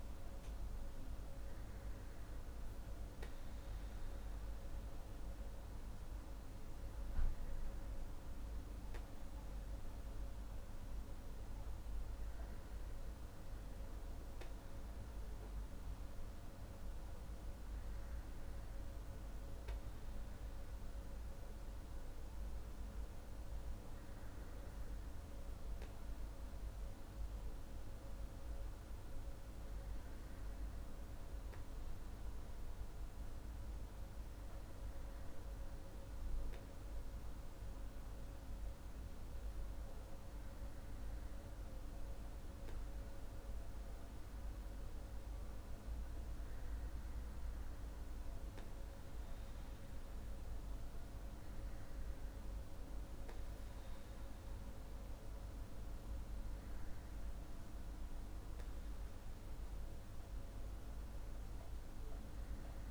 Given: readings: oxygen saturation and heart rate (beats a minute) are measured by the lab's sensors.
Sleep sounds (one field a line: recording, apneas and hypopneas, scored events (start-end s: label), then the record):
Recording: breathing in sleep, hard to hear, by a room microphone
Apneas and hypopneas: none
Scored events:
none scored
From the record:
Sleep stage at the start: N2 (light sleep)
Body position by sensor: on the back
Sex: male